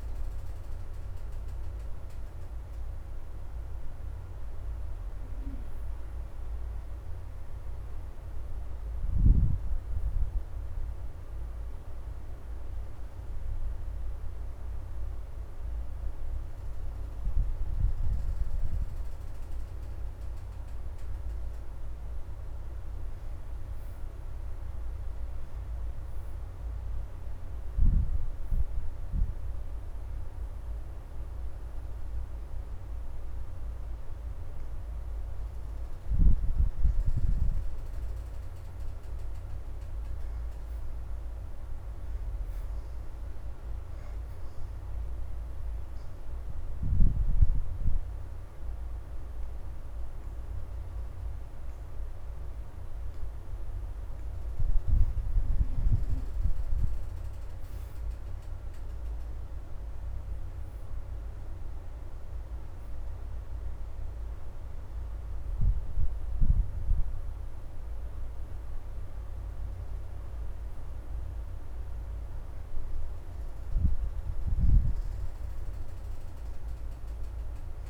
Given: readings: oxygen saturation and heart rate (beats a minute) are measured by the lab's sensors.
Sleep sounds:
breathing in sleep, hard to hear, by a room microphone; 2
0.00-29.00 s: oxygen desaturation (device-marked, oxygen 62% lowest, heart rate 75 extreme)
12.00-22.50 s: hypopnea (oxygen 83% before, 62% lowest, heart rate 82 before, 75 extreme, up 6 after)
27.00-31.50 s: arousal
31.00-44.00 s: oxygen desaturation (device-marked, oxygen 87% before, 72% lowest, heart rate 77 before, 75 extreme)
45.00-55.50 s: obstructive apnea (oxygen 87% before, 62% lowest, heart rate 80 before, 73 extreme, up 4 after)
50.00-59.00 s: oxygen desaturation (device-marked, oxygen 82% before, 70% lowest, heart rate 81 before, 73 extreme)
58.00-61.50 s: arousal
64.00-77.90 s: oxygen desaturation (device-marked, oxygen 80% before, 64% lowest, heart rate 83 before, 73 extreme)
From the record:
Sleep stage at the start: N2 (light sleep); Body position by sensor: on the back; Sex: female

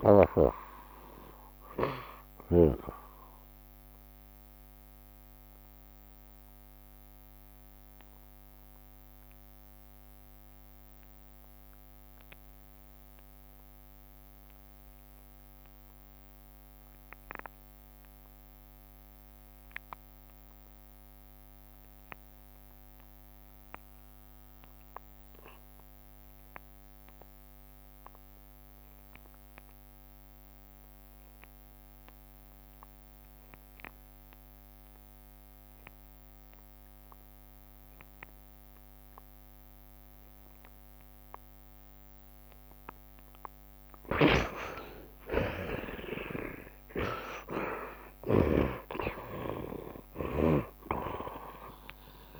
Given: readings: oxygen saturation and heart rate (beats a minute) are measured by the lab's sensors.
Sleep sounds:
breathing in sleep by a microphone on the trachea; 1
0.00-3.00 s: tachycardia (device-marked, heart rate 119 extreme)
0.00-12.00 s: oxygen desaturation (device-marked, oxygen 58% lowest, heart rate 75 extreme)
0.50-2.50 s: long interval between heartbeats (device-marked, heart rate 78 before, 116 extreme)
3.00-42.50 s: obstructive apnea (oxygen 81% before, 54% lowest, heart rate 85 before, 73 extreme, up 14 after)
14.00-52.40 s: oxygen desaturation (device-marked, oxygen 84% before, 54% lowest, heart rate 92 before, 73 extreme)
27.50-29.50 s: long interval between heartbeats (device-marked, heart rate 76 before, 83 extreme)
32.50-34.50 s: long interval between heartbeats (device-marked, heart rate 78 before, 88 extreme)
34.00-36.00 s: tachycardia (device-marked, heart rate 75 before, 88 extreme)
34.50-36.50 s: long interval between heartbeats (device-marked, heart rate 79 before, 85 extreme)
37.00-39.00 s: long interval between heartbeats (device-marked, heart rate 82 before, 107 extreme)
45.00-49.50 s: arousal
47.50-49.50 s: long interval between heartbeats (device-marked, heart rate 92 before, 97 extreme)
49.00-52.40 s: tachycardia (device-marked, heart rate 76 before, 110 extreme)
49.50-51.50 s: long interval between heartbeats (device-marked, heart rate 94 before, 98 extreme)
From the record:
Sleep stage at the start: N2 (light sleep); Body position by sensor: on the right side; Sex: male

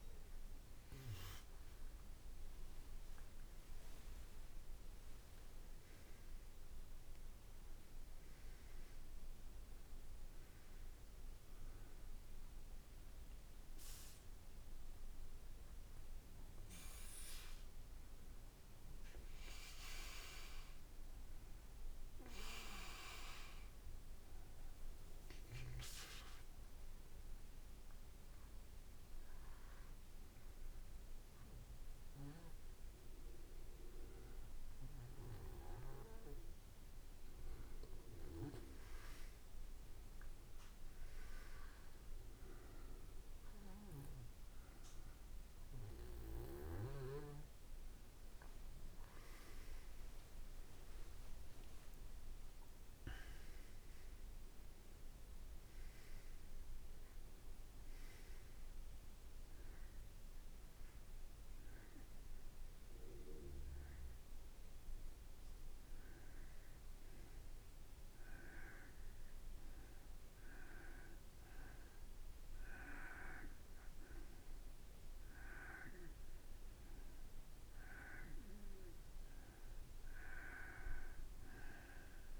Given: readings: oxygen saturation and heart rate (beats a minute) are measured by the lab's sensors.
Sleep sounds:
breathing in sleep by a room microphone; none
50.00-55.00 s: arousal
52.00-54.00 s: long interval between heartbeats (device-marked, heart rate 58 before, 69 extreme)
53.00-64.00 s: drop in pulse transit time (device-marked, heart rate 59 before, 55 extreme)
From the record:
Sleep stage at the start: N2 (light sleep); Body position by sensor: on the back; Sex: male

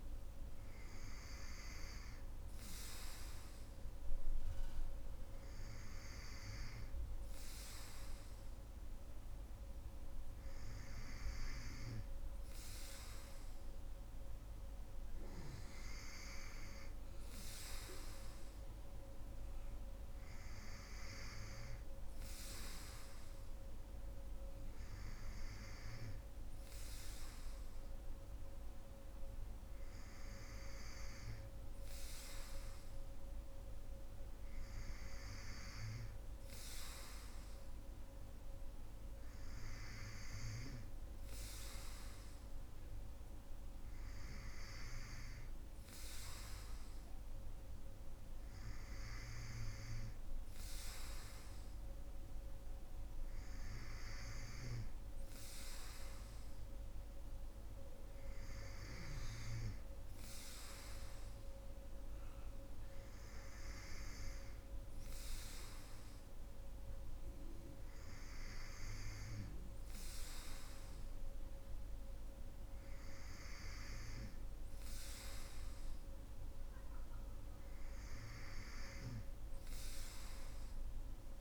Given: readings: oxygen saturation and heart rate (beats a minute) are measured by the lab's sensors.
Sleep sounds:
breathing in sleep by a room microphone; none
11.50-81.41 s: new sleep stage, N3 (deep sleep)
From the record:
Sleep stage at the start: N2 (light sleep); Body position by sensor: on the right side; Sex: female

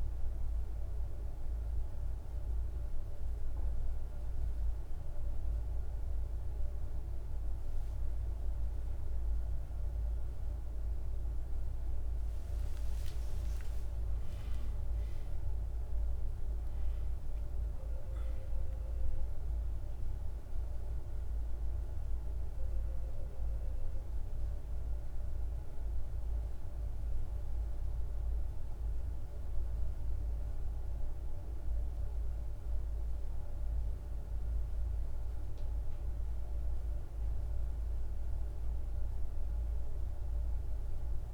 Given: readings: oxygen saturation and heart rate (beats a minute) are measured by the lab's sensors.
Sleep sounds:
breathing in sleep, hard to hear, by a room microphone; none
10.50-14.50 s: arousal
From the record:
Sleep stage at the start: N1 (lightest sleep); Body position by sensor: on the back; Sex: male

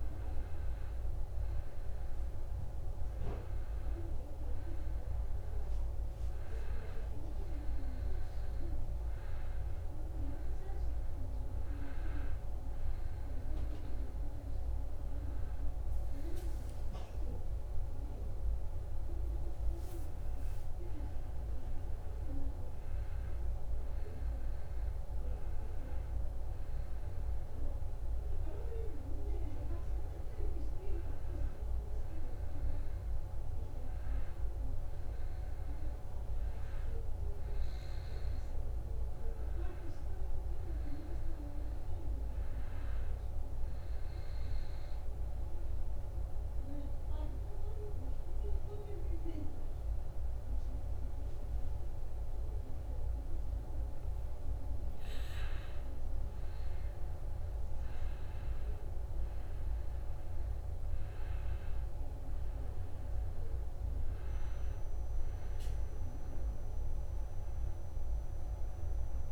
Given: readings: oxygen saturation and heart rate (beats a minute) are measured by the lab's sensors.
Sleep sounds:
breathing in sleep, hard to hear, by a room microphone; 1
37.00-41.00 s: arousal
45.00-55.00 s: obstructive apnea (oxygen 96% before, 91% lowest, heart rate 75 before, 72 extreme, up 3 after)
57.00-61.50 s: arousal
60.50-69.32 s: oxygen desaturation (device-marked, oxygen 95% before, 91% lowest, heart rate 73 before, 70 extreme)
From the record:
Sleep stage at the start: N2 (light sleep); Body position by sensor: on the back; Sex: male

